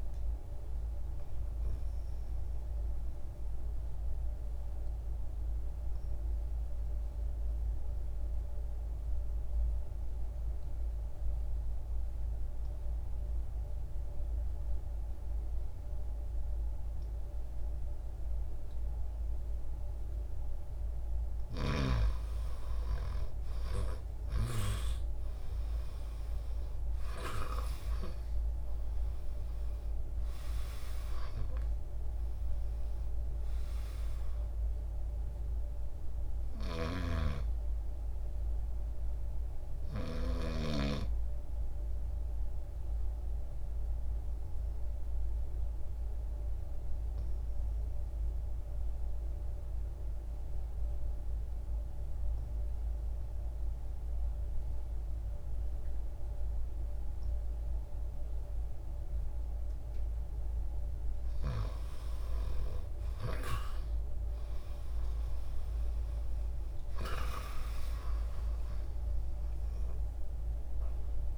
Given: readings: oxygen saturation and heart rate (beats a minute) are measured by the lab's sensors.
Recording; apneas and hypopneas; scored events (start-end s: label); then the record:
breathing in sleep by a room microphone; 2
0.00-20.00 s: oxygen desaturation (device-marked, oxygen 86% lowest, heart rate 64 extreme)
1.00-21.00 s: obstructive apnea (oxygen 97% before, 86% lowest, heart rate 67 before, 64 extreme, up 1 after)
22.50-27.00 s: arousal
25.00-58.00 s: oxygen desaturation (device-marked, oxygen 96% before, 87% lowest, heart rate 66 before, 63 extreme)
36.50-40.00 s: snoring (device-marked)
40.50-60.00 s: mixed apnea (oxygen 96% before, 87% lowest, heart rate 65 before, 63 extreme, up 3 after)
61.50-66.00 s: arousal
66.00-71.38 s: oxygen desaturation (device-marked, oxygen 97% before, 87% lowest, heart rate 66 before, 62 extreme)
From the record:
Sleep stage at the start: N2 (light sleep); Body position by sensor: on the back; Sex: male